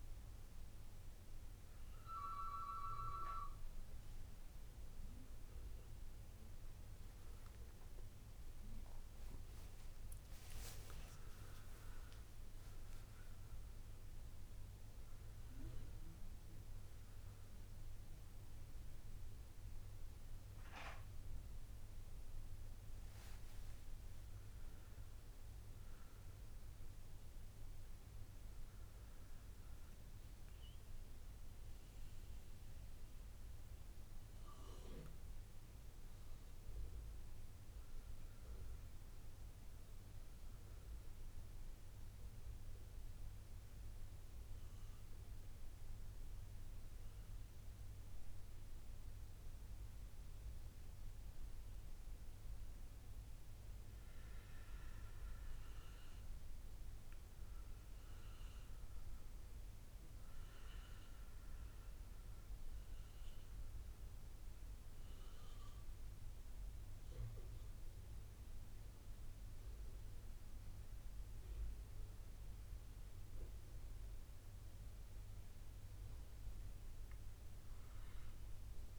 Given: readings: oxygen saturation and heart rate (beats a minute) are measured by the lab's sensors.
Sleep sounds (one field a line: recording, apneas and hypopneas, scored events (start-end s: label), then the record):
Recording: a person partly awake in a sleep study, hard to hear, by a room microphone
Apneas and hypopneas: none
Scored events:
30.50-60.50 s: new sleep stage, N1 (lightest sleep)
59.50-74.50 s: oxygen desaturation (device-marked, oxygen 95% before, 92% lowest, heart rate 64 before, 48 extreme)
60.50-78.99 s: new sleep stage, N2 (light sleep)
From the record:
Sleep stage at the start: awake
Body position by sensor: on the back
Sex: male